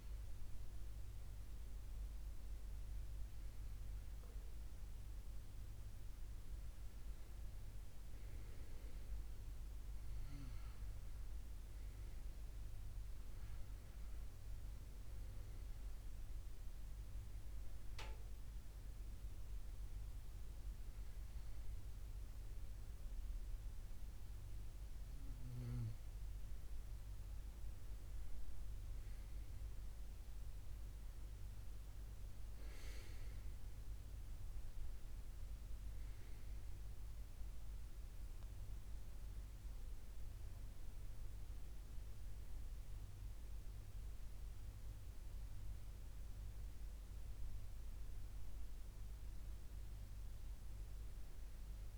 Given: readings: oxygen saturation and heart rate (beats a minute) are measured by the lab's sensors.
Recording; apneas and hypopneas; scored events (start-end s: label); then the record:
breathing in sleep, hard to hear, by a room microphone; 1
16.00-27.50 s: obstructive apnea (oxygen 98% before, 93% lowest, heart rate 77 before, 75 extreme, up 5 after)
16.00-30.00 s: oxygen desaturation (device-marked, oxygen 96% before, 93% lowest, heart rate 77 before, 75 extreme)
32.50-36.00 s: arousal
From the record:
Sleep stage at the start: N2 (light sleep); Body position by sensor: on the left side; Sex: male